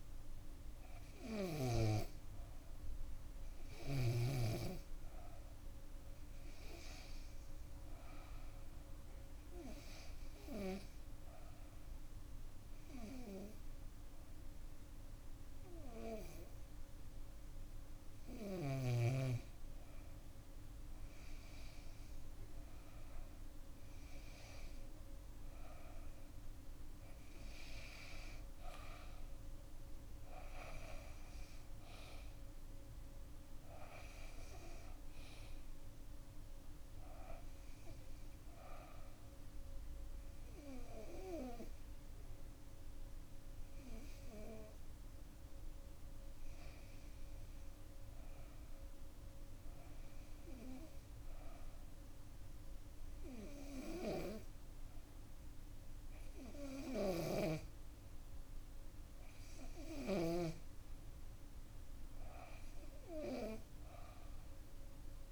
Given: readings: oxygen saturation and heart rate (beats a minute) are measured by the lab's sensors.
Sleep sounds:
breathing in sleep by a room microphone; 2
0.00-2.50 s: bradycardia (device-marked, heart rate 55 extreme)
8.50-25.50 s: bradycardia (device-marked, heart rate 65 before, 56 extreme)
10.00-21.00 s: obstructive apnea (oxygen 96% before, 93% lowest, heart rate 57 before, 56 extreme, up 4 after)
24.50-27.50 s: arousal
39.50-50.50 s: hypopnea (oxygen 95% before, 94% lowest, heart rate 62 before, 61 extreme, up 4 after)
53.00-56.50 s: arousal
56.50-60.00 s: snoring (device-marked)
From the record:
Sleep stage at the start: REM sleep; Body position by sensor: on the back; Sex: female

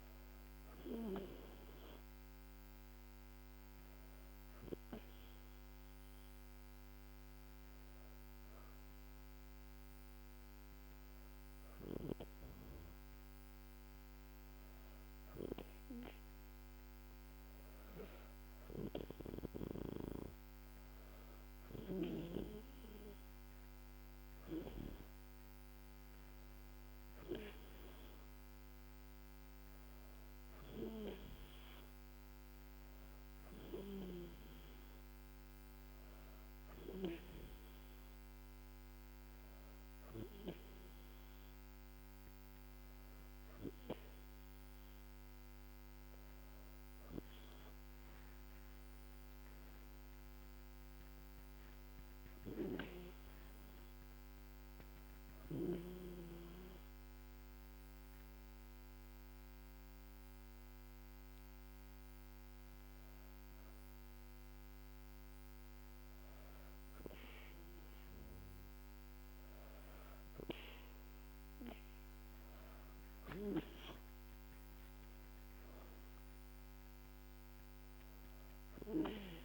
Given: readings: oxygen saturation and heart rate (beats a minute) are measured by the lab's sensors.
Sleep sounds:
breathing in sleep by a microphone on the trachea; 2
4.00-16.00 s: hypopnea (oxygen 97% before, 95% lowest, heart rate 80 before, 75 extreme, up 5 after)
17.50-21.50 s: arousal
47.50-51.50 s: arousal
54.00-66.50 s: hypopnea (oxygen 97% before, 94% lowest, heart rate 78 before, 74 extreme, up 2 after)
71.00-79.44 s: oxygen desaturation (device-marked, oxygen 97% before, 94% lowest, heart rate 80 before, 74 extreme)
72.50-76.50 s: arousal
From the record:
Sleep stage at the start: N2 (light sleep); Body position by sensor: on the back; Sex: female

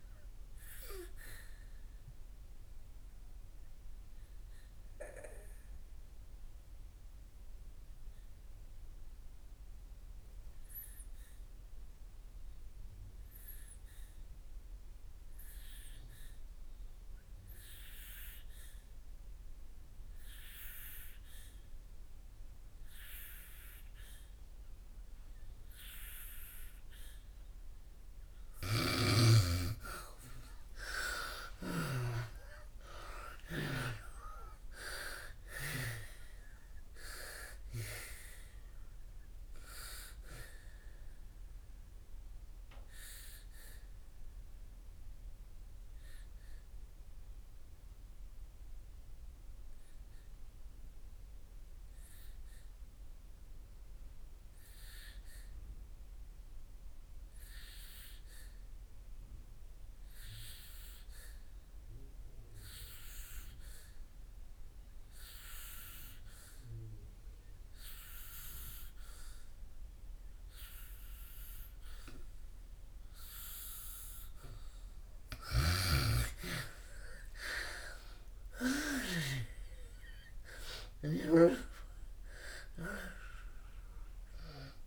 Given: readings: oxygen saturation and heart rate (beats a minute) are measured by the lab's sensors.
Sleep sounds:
breathing in sleep by a room microphone; 2
0.00-16.50 s: oxygen desaturation (device-marked, oxygen 82% lowest, heart rate 57 extreme)
0.50-28.50 s: obstructive apnea (oxygen 98% before, 80% lowest, heart rate 65 before, 57 extreme, up 17 after)
25.50-55.50 s: oxygen desaturation (device-marked, oxygen 98% before, 80% lowest, heart rate 61 before, 57 extreme)
30.50-34.50 s: arousal
42.00-74.50 s: obstructive apnea (oxygen 98% before, 80% lowest, heart rate 70 before, 57 extreme, up 26 after)
60.50-84.87 s: oxygen desaturation (device-marked, oxygen 99% before, 80% lowest, heart rate 63 before, 60 extreme)
76.50-81.00 s: arousal
From the record:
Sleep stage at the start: N2 (light sleep); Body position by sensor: on the back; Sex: female

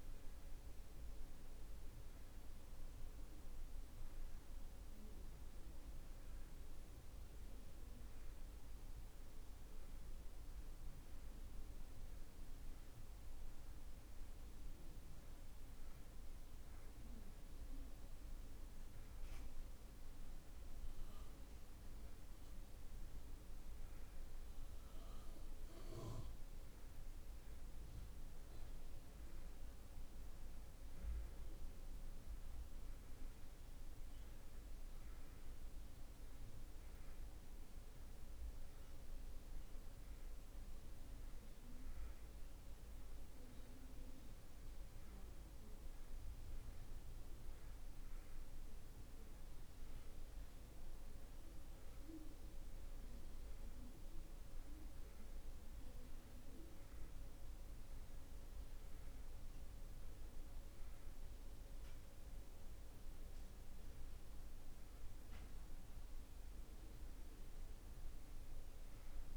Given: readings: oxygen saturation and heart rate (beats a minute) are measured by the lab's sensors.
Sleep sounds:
breathing in sleep, hard to hear, by a room microphone; none
0.00-19.00 s: oxygen desaturation (device-marked, oxygen 92% lowest)
From the record:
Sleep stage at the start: N2 (light sleep); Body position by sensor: on the back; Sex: male

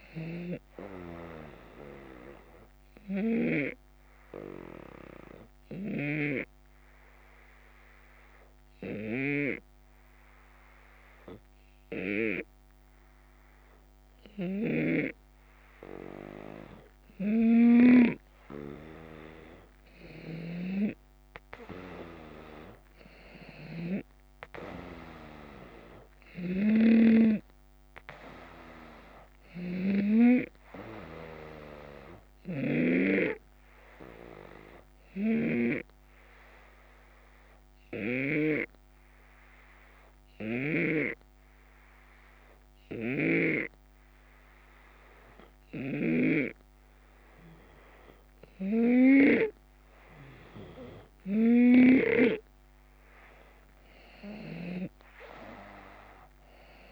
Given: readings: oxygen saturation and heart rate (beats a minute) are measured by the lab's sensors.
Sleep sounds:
breathing in sleep by a microphone on the trachea; 2
0.00-3.50 s: snoring (device-marked)
1.00-16.50 s: obstructive apnea (oxygen 95% before, 91% lowest, heart rate 80 before, 75 extreme, up 2 after)
5.50-40.50 s: snoring (device-marked)
20.00-24.50 s: arousal
33.50-49.50 s: obstructive apnea (oxygen 95% before, 91% lowest, heart rate 77 before, 72 extreme, up 7 after)
42.50-52.00 s: snoring (device-marked)
54.00-56.92 s: arousal
From the record:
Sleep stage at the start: N2 (light sleep); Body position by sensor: on the back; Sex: male

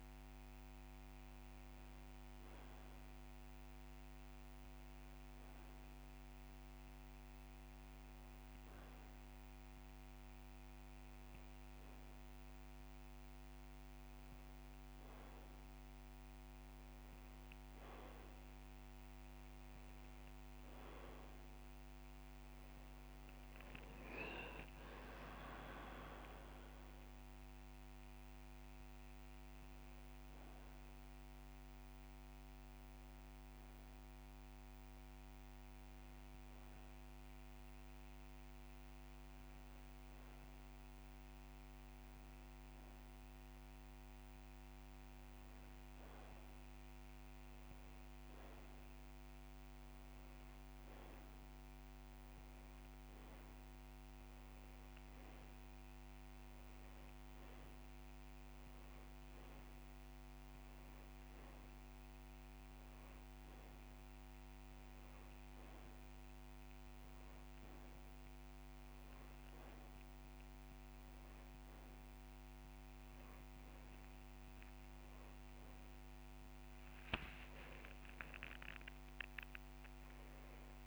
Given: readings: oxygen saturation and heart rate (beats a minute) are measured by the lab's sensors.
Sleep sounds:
breathing in sleep, hard to hear, by a microphone on the trachea; none
0.00-2.00 s: long interval between heartbeats (device-marked)
2.50-22.50 s: drop in pulse transit time (device-marked)
4.00-6.00 s: long interval between heartbeats (device-marked)
8.50-10.50 s: long interval between heartbeats (device-marked)
13.00-15.00 s: long interval between heartbeats (device-marked)
29.00-31.00 s: long interval between heartbeats (device-marked)
37.50-39.50 s: long interval between heartbeats (device-marked)
42.00-44.00 s: long interval between heartbeats (device-marked)
47.00-49.00 s: long interval between heartbeats (device-marked)
56.50-58.50 s: long interval between heartbeats (device-marked)
61.00-63.00 s: long interval between heartbeats (device-marked)
69.50-71.50 s: long interval between heartbeats (device-marked)
75.00-77.00 s: long interval between heartbeats (device-marked)
From the record:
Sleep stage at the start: N2 (light sleep); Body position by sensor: on the back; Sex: male

